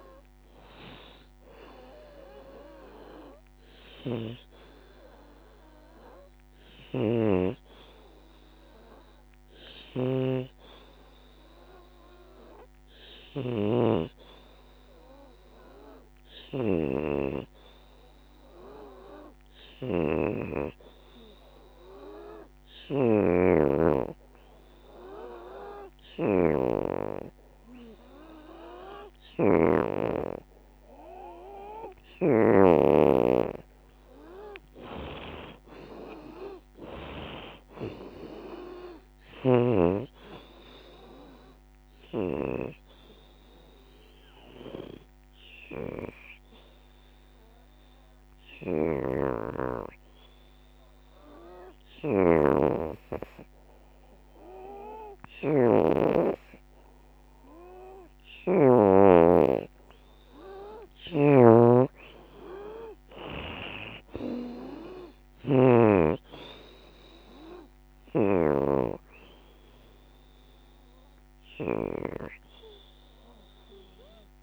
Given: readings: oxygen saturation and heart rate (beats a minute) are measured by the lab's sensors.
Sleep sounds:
breathing in sleep by a microphone on the trachea; 2
0.00-4.50 s: drop in pulse transit time (device-marked, heart rate 77 extreme)
0.00-10.50 s: oxygen desaturation (device-marked, oxygen 82% lowest, heart rate 77 extreme)
17.50-32.00 s: hypopnea (oxygen 94% before, 85% lowest, heart rate 89 before, 71 extreme, up 11 after)
27.50-51.50 s: oxygen desaturation (device-marked, oxygen 93% before, 85% lowest, heart rate 84 before, 71 extreme)
35.00-38.50 s: arousal
42.50-57.00 s: hypopnea (oxygen 94% before, 85% lowest, heart rate 85 before, 71 extreme, up 17 after)
57.50-69.50 s: drop in pulse transit time (device-marked, heart rate 80 before, 79 extreme)
57.50-74.43 s: oxygen desaturation (device-marked, oxygen 93% before, 86% lowest, heart rate 80 before, 74 extreme)
59.50-63.50 s: arousal
From the record:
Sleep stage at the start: N2 (light sleep); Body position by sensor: on the back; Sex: female

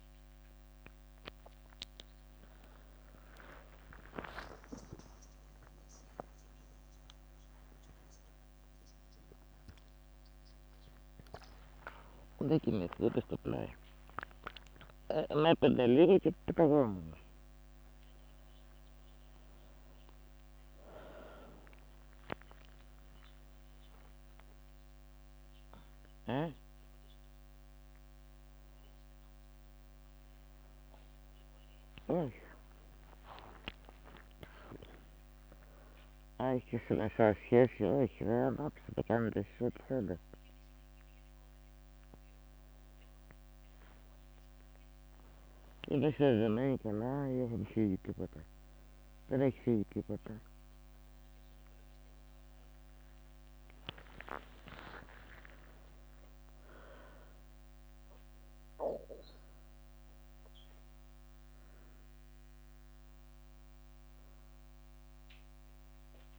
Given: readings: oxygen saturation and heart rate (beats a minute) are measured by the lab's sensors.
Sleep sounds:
a person awake in a sleep study, by a microphone on the trachea; none
0.50-1.50 s: leg movement (device-marked)
1.50-7.50 s: tachycardia (device-marked, heart rate 87 before, 118 extreme)
3.00-5.00 s: long interval between heartbeats (device-marked, heart rate 82 before, 100 extreme)
3.00-8.50 s: leg movement (device-marked)
11.50-15.00 s: leg movement (device-marked)
11.50-16.50 s: tachycardia (device-marked, heart rate 88 before, 106 extreme)
18.00-20.00 s: long interval between heartbeats (device-marked, heart rate 100 before, 116 extreme)
20.00-30.00 s: leg movement (device-marked)
32.00-34.00 s: long interval between heartbeats (device-marked, heart rate 93 before, 85 extreme)
32.00-36.00 s: leg movement (device-marked)
42.00-51.50 s: leg movement (device-marked)
43.00-45.00 s: long interval between heartbeats (device-marked, heart rate 85 before, 89 extreme)
51.50-55.50 s: leg movement (device-marked)
55.00-57.00 s: long interval between heartbeats (device-marked, heart rate 87 before, 99 extreme)
From the record:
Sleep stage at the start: awake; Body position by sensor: on the back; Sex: female

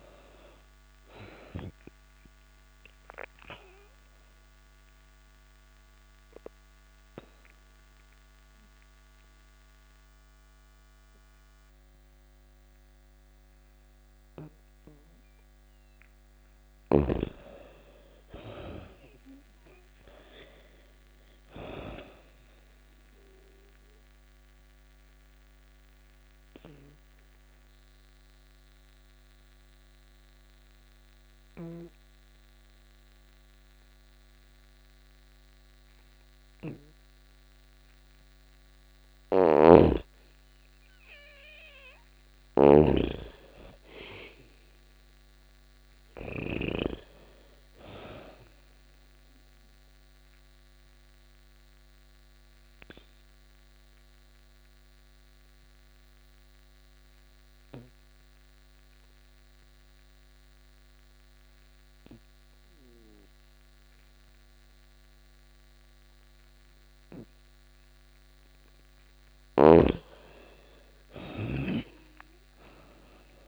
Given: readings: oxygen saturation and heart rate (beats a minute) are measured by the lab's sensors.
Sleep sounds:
breathing in sleep by a microphone on the trachea; 3
0.00-1.00 s: snoring (device-marked)
0.00-17.00 s: oxygen desaturation (device-marked, oxygen 96% before, 85% lowest)
3.50-16.00 s: obstructive apnea (oxygen 98% before, 85% lowest)
17.00-20.00 s: arousal
22.00-40.50 s: obstructive apnea (oxygen 98% before, 85% lowest)
24.00-36.00 s: oxygen desaturation (device-marked, oxygen 98% before, 90% lowest)
38.50-46.00 s: snoring (device-marked)
42.50-45.50 s: arousal
46.00-62.00 s: oxygen desaturation (device-marked, oxygen 99% before, 87% lowest)
48.50-68.00 s: obstructive apnea (oxygen 99% before, 85% lowest)
68.00-73.48 s: oxygen desaturation (device-marked, oxygen 98% before, 85% lowest)
68.50-73.48 s: snoring (device-marked)
69.50-72.50 s: arousal
From the record:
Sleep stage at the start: N2 (light sleep); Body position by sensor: on the back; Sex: female

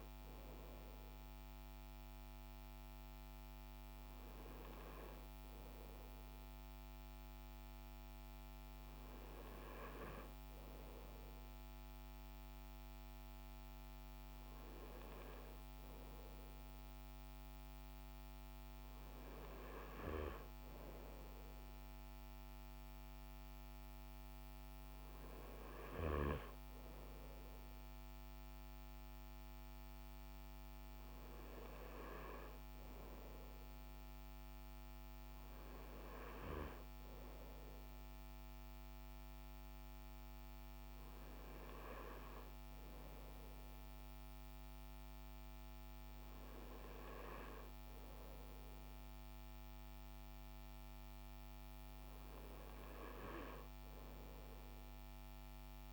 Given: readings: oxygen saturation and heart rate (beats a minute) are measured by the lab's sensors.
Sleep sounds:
breathing in sleep by a microphone on the trachea; none
none scored
From the record:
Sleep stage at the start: N2 (light sleep); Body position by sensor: on the front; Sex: male

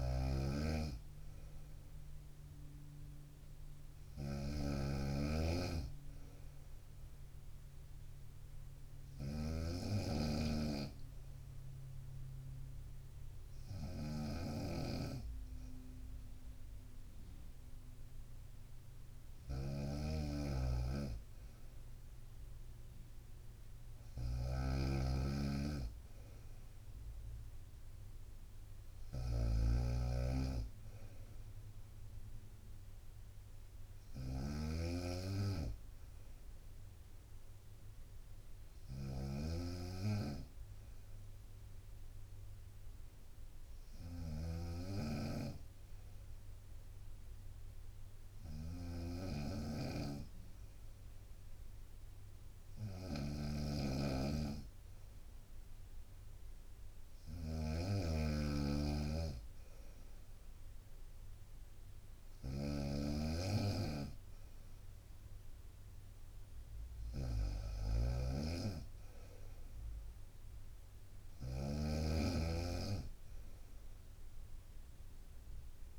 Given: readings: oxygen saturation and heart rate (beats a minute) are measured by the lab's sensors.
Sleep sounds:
breathing in sleep by a room microphone; 2
0.00-75.98 s: snoring (device-marked)
3.50-6.00 s: arousal
9.00-21.00 s: obstructive apnea (oxygen 95% before, 94% lowest, heart rate 62 before, 59 extreme, up 2 after)
22.50-26.00 s: arousal
38.50-40.50 s: bradycardia (device-marked, heart rate 63 before, 60 extreme)
41.00-55.50 s: obstructive apnea (oxygen 95% before, 93% lowest, heart rate 62 before, 61 extreme, up 1 after)
57.50-60.50 s: arousal
From the record:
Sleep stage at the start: N2 (light sleep); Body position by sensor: on the right side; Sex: female

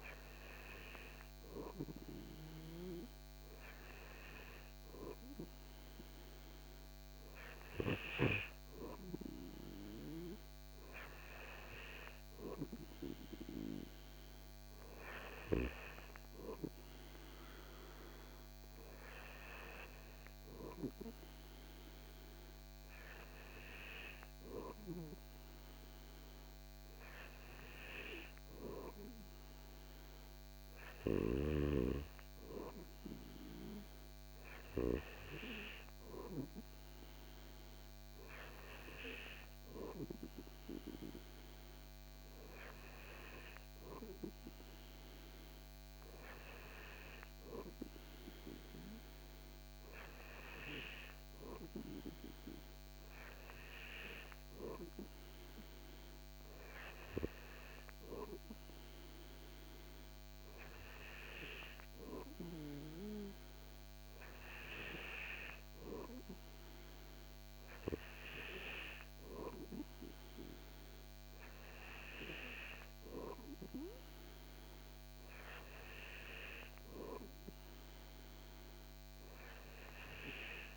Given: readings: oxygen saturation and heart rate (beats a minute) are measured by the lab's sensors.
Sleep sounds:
breathing in sleep by a microphone on the trachea; none
none scored
From the record:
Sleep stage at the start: N2 (light sleep); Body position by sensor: on the back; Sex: male

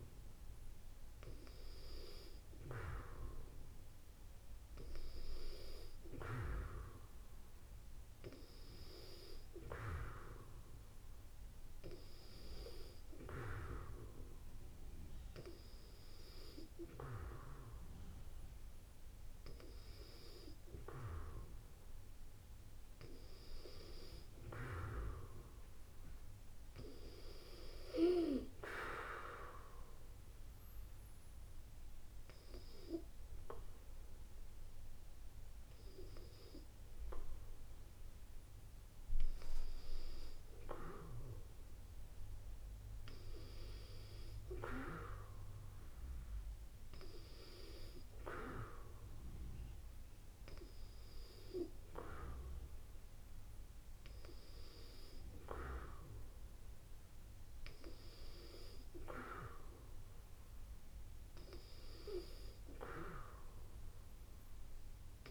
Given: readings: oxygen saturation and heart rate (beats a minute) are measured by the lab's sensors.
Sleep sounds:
breathing in sleep by a room microphone; none
none scored
From the record:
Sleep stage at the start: N2 (light sleep); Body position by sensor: on the back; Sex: female

